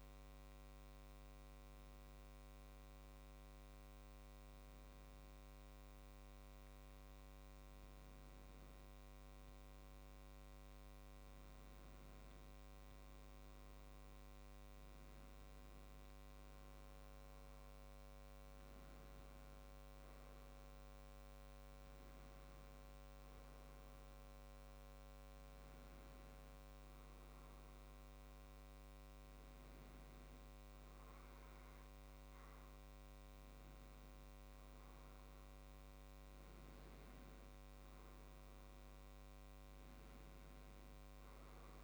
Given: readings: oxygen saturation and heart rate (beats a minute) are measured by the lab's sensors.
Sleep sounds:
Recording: breathing in sleep, hard to hear, by a microphone on the trachea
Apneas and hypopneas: 1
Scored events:
0.50-13.00 s: hypopnea (oxygen 96% before, 95% lowest, heart rate 72 before, 62 extreme, up 2 after)
6.00-41.84 s: new sleep stage, N1 (lightest sleep)
16.50-20.50 s: arousal
From the record:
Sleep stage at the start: N2 (light sleep)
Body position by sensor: on the back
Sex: male

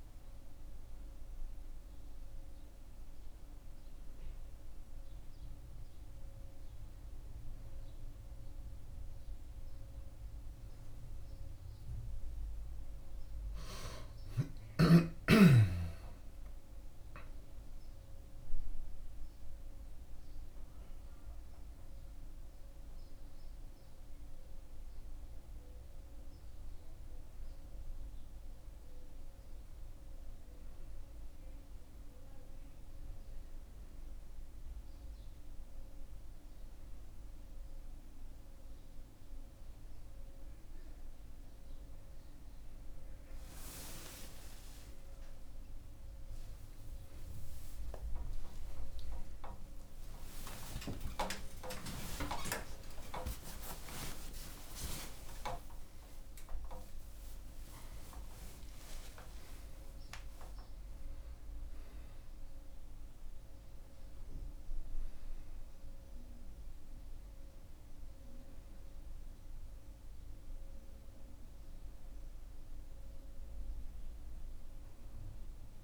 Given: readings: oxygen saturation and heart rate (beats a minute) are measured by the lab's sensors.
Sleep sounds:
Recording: a person partly awake in a sleep study, by a room microphone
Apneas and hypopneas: none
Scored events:
13.00-17.50 s: arousal
44.00-75.84 s: new sleep stage, awake
From the record:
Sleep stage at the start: N2 (light sleep)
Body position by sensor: on the back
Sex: male

